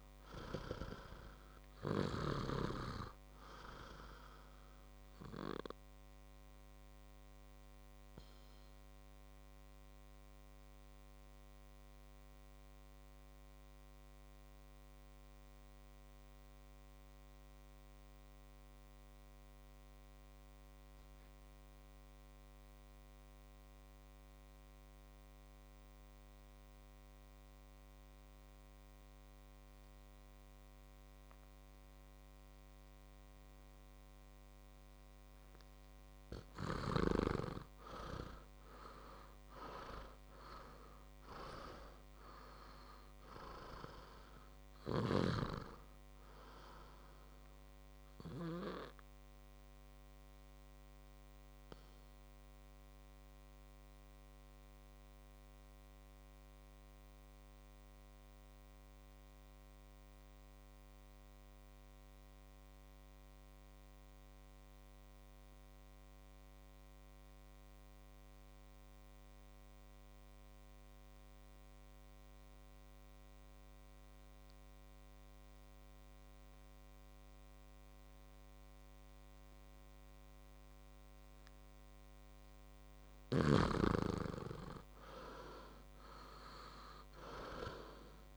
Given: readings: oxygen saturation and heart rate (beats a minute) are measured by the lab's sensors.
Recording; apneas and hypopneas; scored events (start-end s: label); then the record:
breathing in sleep by a microphone on the trachea; 2
0.00-19.00 s: oxygen desaturation (device-marked, oxygen 92% lowest, heart rate 54 extreme)
7.50-36.00 s: obstructive apnea (oxygen 100% before, 85% lowest, heart rate 60 before, 53 extreme, up 8 after)
33.00-63.00 s: oxygen desaturation (device-marked, oxygen 99% before, 85% lowest, heart rate 58 before, 53 extreme)
37.50-41.00 s: arousal
48.50-82.50 s: obstructive apnea (oxygen 99% before, 85% lowest, heart rate 63 before, 53 extreme, up 6 after)
79.00-88.37 s: oxygen desaturation (device-marked, oxygen 99% before, 88% lowest, heart rate 58 before, 53 extreme)
84.50-88.37 s: arousal
From the record:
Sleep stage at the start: N2 (light sleep); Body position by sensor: on the back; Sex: male